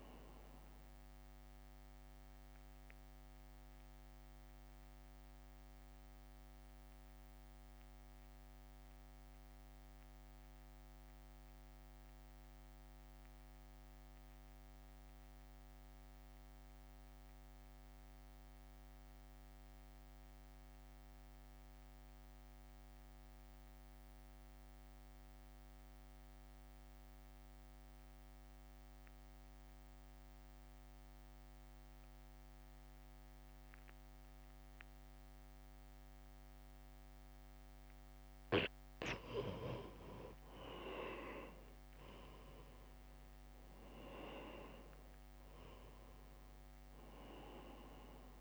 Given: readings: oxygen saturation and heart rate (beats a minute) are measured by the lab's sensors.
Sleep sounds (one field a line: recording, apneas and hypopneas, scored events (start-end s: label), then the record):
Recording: breathing in sleep by a microphone on the trachea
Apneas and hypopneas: 1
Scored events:
0.00-6.00 s: drop in pulse transit time (device-marked, heart rate 55 extreme)
0.00-20.00 s: oxygen desaturation (device-marked, oxygen 83% lowest, heart rate 54 extreme)
3.00-38.50 s: mixed apnea (oxygen 97% before, 83% lowest, heart rate 59 before, 54 extreme, up 4 after)
34.00-48.41 s: oxygen desaturation (device-marked, oxygen 98% before, 84% lowest, heart rate 65 before, 54 extreme)
42.00-46.50 s: arousal
45.00-48.41 s: drop in pulse transit time (device-marked, heart rate 62 before, 54 extreme)
From the record:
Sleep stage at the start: N2 (light sleep)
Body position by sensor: on the right side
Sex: male